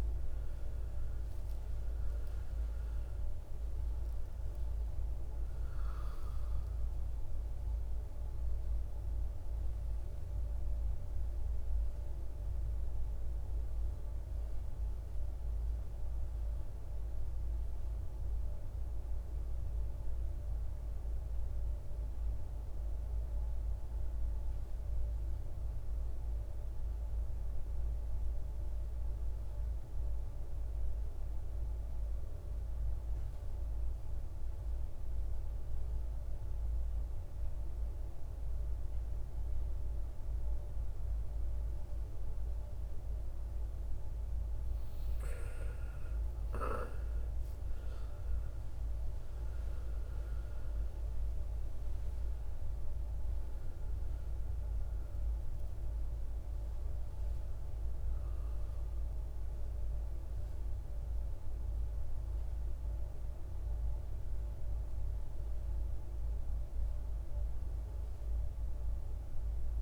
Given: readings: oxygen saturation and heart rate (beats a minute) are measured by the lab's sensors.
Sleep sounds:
breathing in sleep, hard to hear, by a room microphone; 1
0.00-1.50 s: arousal
0.00-21.00 s: oxygen desaturation (device-marked, oxygen 88% lowest, heart rate 55 extreme)
20.50-41.50 s: obstructive apnea (oxygen 97% before, 86% lowest, heart rate 64 before, 55 extreme, up 16 after)
38.00-69.82 s: oxygen desaturation (device-marked, oxygen 98% before, 86% lowest, heart rate 56 before, 53 extreme)
44.50-49.00 s: arousal
From the record:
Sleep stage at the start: N2 (light sleep); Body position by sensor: on the right side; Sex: male

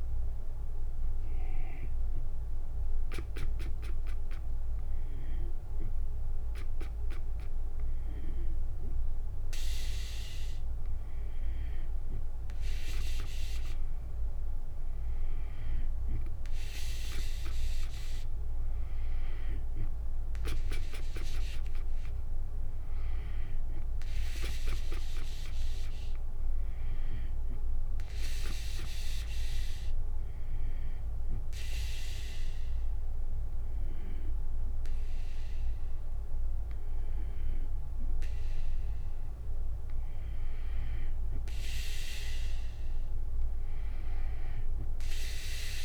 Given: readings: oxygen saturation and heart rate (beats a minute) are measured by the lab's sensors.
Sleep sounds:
breathing in sleep by a room microphone; 2
0.00-1.50 s: arousal
0.00-13.50 s: oxygen desaturation (device-marked, oxygen 92% lowest, heart rate 60 extreme)
4.50-16.00 s: hypopnea (oxygen 97% before, 92% lowest, heart rate 67 before, 63 extreme, up 6 after)
20.00-24.00 s: arousal
29.50-39.50 s: obstructive apnea (oxygen 97% before, 91% lowest, heart rate 65 before, 62 extreme, up 5 after)
43.00-45.84 s: arousal
From the record:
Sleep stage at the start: N2 (light sleep); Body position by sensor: on the back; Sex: female

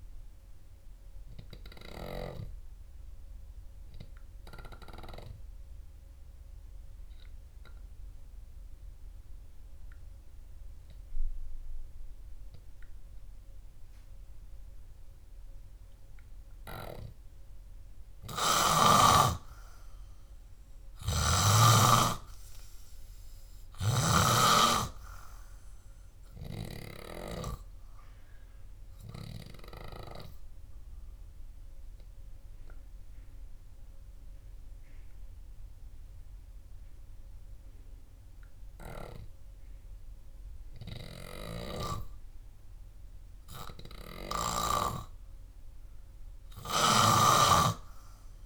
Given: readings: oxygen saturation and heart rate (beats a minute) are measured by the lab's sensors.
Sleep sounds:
breathing in sleep by a room microphone; 2
5.50-19.50 s: hypopnea (oxygen 98% before, 92% lowest, heart rate 63 before, 59 extreme, up 8 after)
21.50-25.00 s: snoring (device-marked)
23.00-27.00 s: arousal
31.50-41.50 s: obstructive apnea (oxygen 98% before, 92% lowest, heart rate 64 before, 63 extreme, up 4 after)
42.00-45.50 s: snoring (device-marked)
42.00-46.00 s: oxygen desaturation (device-marked, oxygen 96% before, 93% lowest, heart rate 67 before, 61 extreme)
47.00-48.46 s: arousal
From the record:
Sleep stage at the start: N3 (deep sleep); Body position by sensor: on the back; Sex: male

